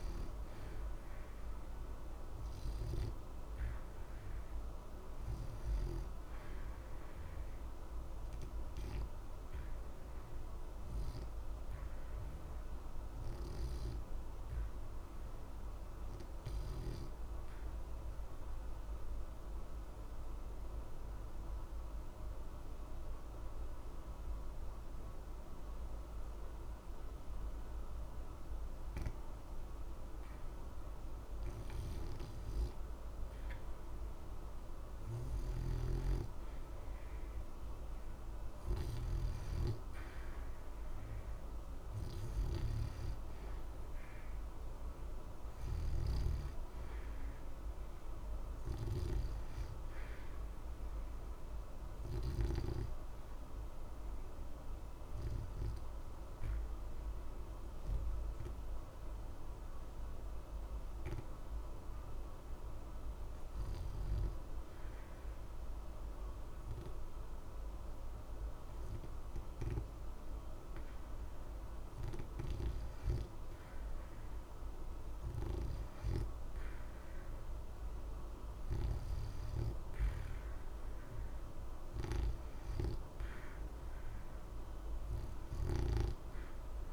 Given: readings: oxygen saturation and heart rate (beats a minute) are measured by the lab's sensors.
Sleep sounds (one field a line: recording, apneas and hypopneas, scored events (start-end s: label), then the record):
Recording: breathing in sleep by a room microphone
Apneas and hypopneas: 2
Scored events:
2.00-32.00 s: oxygen desaturation (device-marked, oxygen 93% before, 85% lowest, heart rate 60 before, 60 extreme)
8.50-32.00 s: obstructive apnea (oxygen 94% before, 82% lowest, heart rate 60 before, 60 extreme, up 0 after)
33.50-37.50 s: arousal
52.00-71.50 s: obstructive apnea (oxygen 90% before, 82% lowest, heart rate 60 before, 60 extreme, up 0 after)
53.00-78.00 s: oxygen desaturation (device-marked, oxygen 89% before, 82% lowest, heart rate 60 before, 60 extreme)
77.50-81.50 s: arousal
From the record:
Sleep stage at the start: N2 (light sleep)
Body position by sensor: on the back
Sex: male